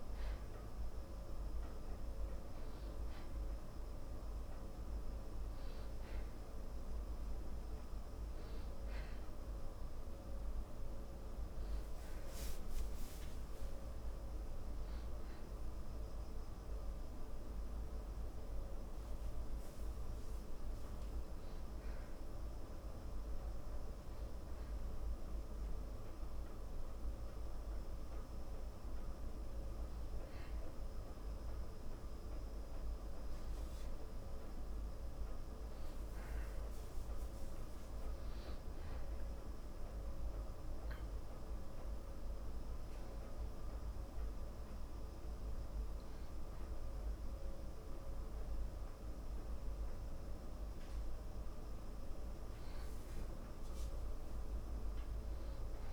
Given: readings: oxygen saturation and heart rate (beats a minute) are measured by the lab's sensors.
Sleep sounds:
a person awake in a sleep study, hard to hear, by a room microphone; none
0.00-13.00 s: oxygen desaturation (device-marked, oxygen 93% lowest, heart rate 55 extreme)
12.00-55.93 s: new sleep stage, awake
From the record:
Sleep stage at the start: N2 (light sleep); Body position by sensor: on the back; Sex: male

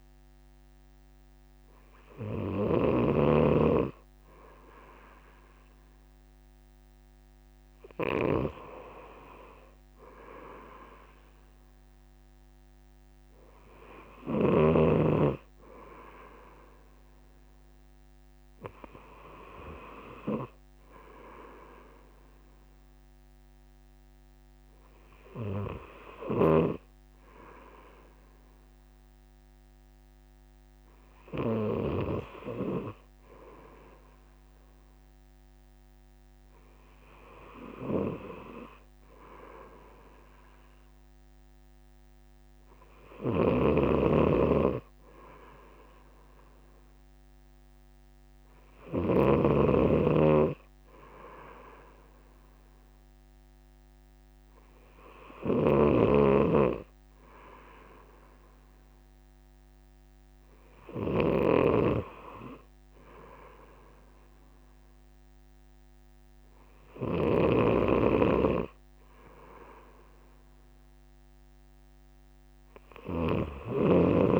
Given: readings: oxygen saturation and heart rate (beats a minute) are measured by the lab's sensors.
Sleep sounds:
breathing in sleep by a microphone on the trachea; none
2.50-8.50 s: snoring (device-marked)
26.50-32.00 s: snoring (device-marked)
38.00-49.50 s: snoring (device-marked)
55.50-74.40 s: snoring (device-marked)
From the record:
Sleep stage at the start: N2 (light sleep); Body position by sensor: on the right side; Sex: male

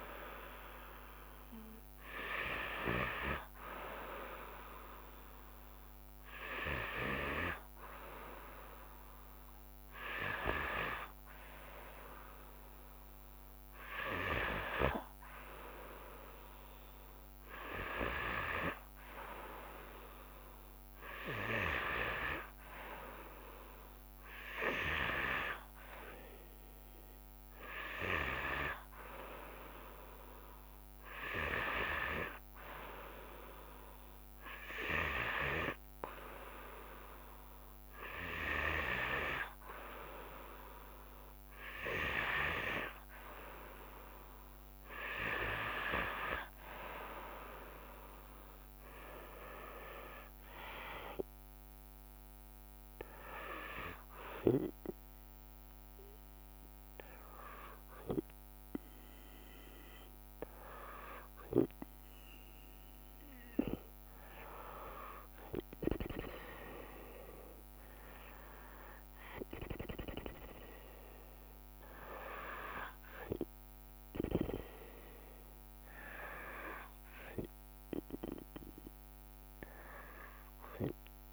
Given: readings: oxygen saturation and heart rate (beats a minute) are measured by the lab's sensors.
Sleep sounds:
breathing in sleep by a microphone on the trachea; none
0.00-3.00 s: drop in pulse transit time (device-marked, heart rate 64 extreme)
46.00-57.00 s: drop in pulse transit time (device-marked, heart rate 54 before, 56 extreme)
67.00-77.00 s: drop in pulse transit time (device-marked, heart rate 63 before, 63 extreme)
From the record:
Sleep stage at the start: N2 (light sleep); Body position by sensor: on the back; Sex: female

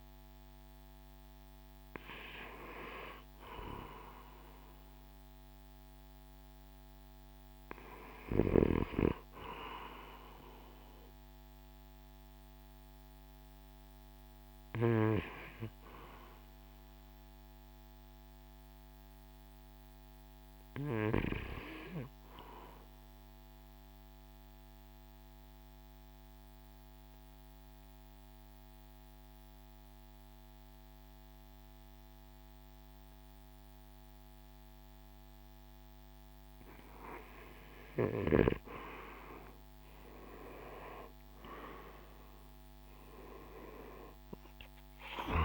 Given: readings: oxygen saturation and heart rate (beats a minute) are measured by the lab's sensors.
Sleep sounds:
breathing in sleep by a microphone on the trachea; 1
5.00-18.00 s: oxygen desaturation (device-marked, oxygen 90% before, 82% lowest, heart rate 64 before, 51 extreme)
16.00-20.00 s: arousal
23.00-36.00 s: obstructive apnea (oxygen 97% before, 83% lowest, heart rate 58 before, 51 extreme, up 13 after)
35.00-45.45 s: oxygen desaturation (device-marked, oxygen 97% before, 83% lowest, heart rate 55 before, 49 extreme)
39.00-43.50 s: arousal
From the record:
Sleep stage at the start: REM sleep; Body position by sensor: on the right side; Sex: male

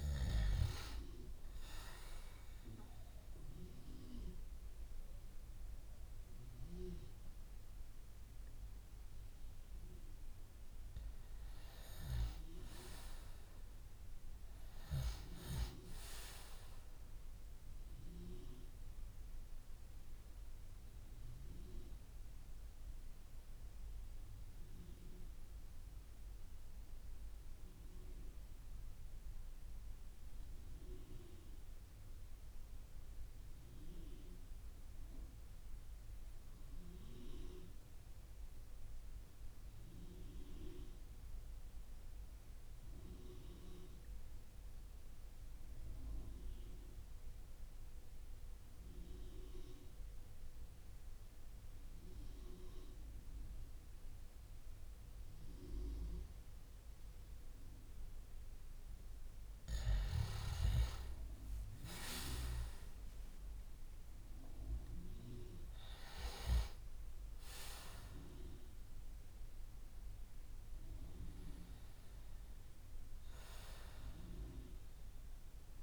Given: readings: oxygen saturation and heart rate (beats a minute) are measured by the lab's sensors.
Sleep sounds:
breathing in sleep by a room microphone; 1
17.50-58.00 s: mixed apnea (oxygen 97% before, 90% lowest)
46.50-75.83 s: oxygen desaturation (device-marked, oxygen 97% before, 90% lowest)
60.00-64.50 s: arousal
From the record:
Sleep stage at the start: N2 (light sleep); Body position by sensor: on the back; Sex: male

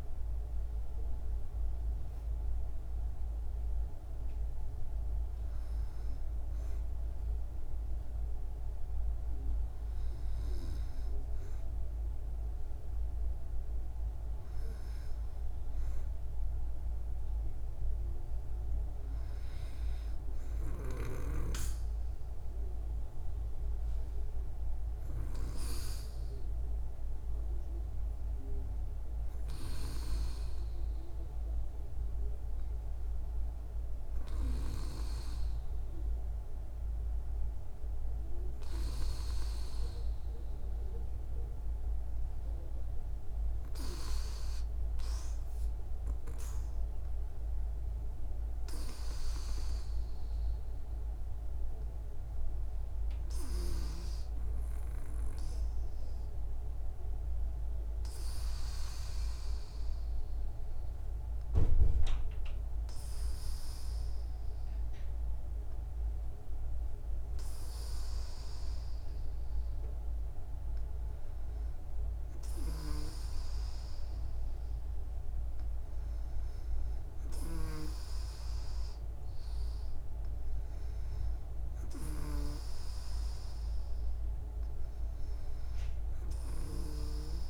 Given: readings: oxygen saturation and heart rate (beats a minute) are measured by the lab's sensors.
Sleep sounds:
breathing in sleep by a room microphone; none
23.50-28.00 s: arousal
63.50-67.50 s: arousal
From the record:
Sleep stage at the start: N2 (light sleep); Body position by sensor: on the back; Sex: female

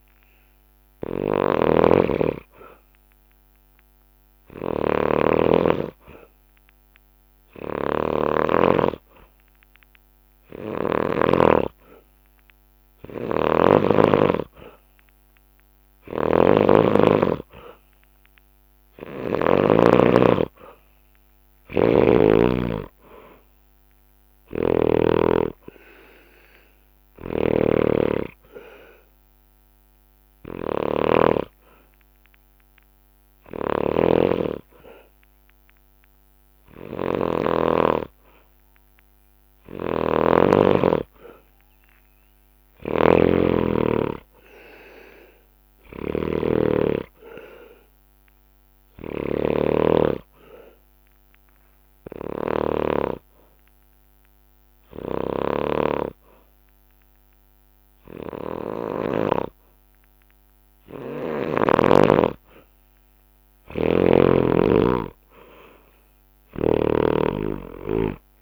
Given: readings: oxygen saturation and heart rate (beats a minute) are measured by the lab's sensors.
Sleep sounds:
breathing in sleep by a microphone on the trachea; 3
0.00-11.00 s: snoring (device-marked)
3.00-16.50 s: hypopnea (oxygen 96% before, 91% lowest, heart rate 65 before, 61 extreme, up 7 after)
13.00-19.50 s: snoring (device-marked)
18.00-21.00 s: arousal
19.00-46.00 s: oxygen desaturation (device-marked, oxygen 95% before, 91% lowest, heart rate 63 before, 60 extreme)
24.00-59.00 s: snoring (device-marked)
29.50-39.50 s: hypopnea (oxygen 95% before, 91% lowest, heart rate 65 before, 60 extreme, up 12 after)
42.00-45.00 s: arousal
44.00-54.00 s: drop in pulse transit time (device-marked, heart rate 67 before, 63 extreme)
48.50-61.50 s: obstructive apnea (oxygen 97% before, 92% lowest, heart rate 67 before, 57 extreme, up 13 after)
64.00-68.00 s: arousal
66.00-68.42 s: snoring (device-marked)
67.00-68.42 s: drop in pulse transit time (device-marked, heart rate 65 before, 60 extreme)
From the record:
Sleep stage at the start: N2 (light sleep); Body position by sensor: on the back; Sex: male

